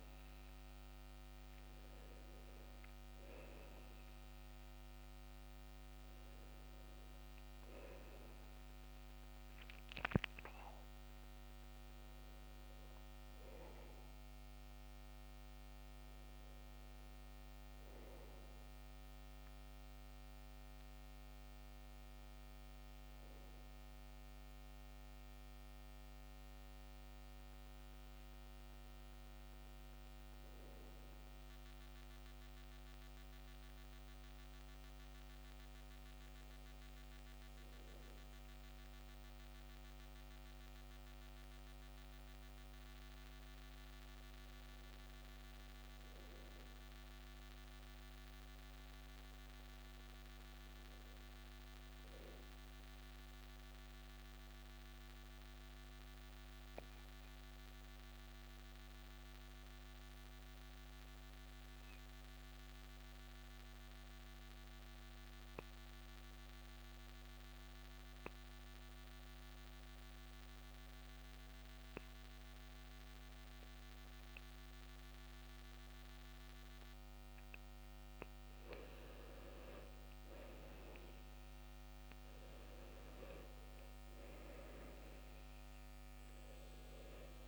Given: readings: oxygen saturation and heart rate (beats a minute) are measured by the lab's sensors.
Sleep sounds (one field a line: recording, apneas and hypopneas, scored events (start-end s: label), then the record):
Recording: breathing in sleep, hard to hear, by a microphone on the trachea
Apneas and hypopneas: 1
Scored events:
0.00-4.50 s: oxygen desaturation (device-marked, oxygen 91% lowest, heart rate 62 extreme)
20.50-33.50 s: oxygen desaturation (device-marked, oxygen 91% before, 86% lowest, heart rate 71 before, 61 extreme)
21.50-87.48 s: new sleep stage, N2 (light sleep)
40.00-46.00 s: arousal
52.50-78.50 s: mixed apnea (oxygen 99% before, 86% lowest, heart rate 62 before, 62 extreme, up 10 after)
64.50-87.48 s: oxygen desaturation (device-marked, oxygen 97% before, 86% lowest, heart rate 64 before, 59 extreme)
80.00-84.50 s: arousal
From the record:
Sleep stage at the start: N1 (lightest sleep)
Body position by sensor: on the back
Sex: male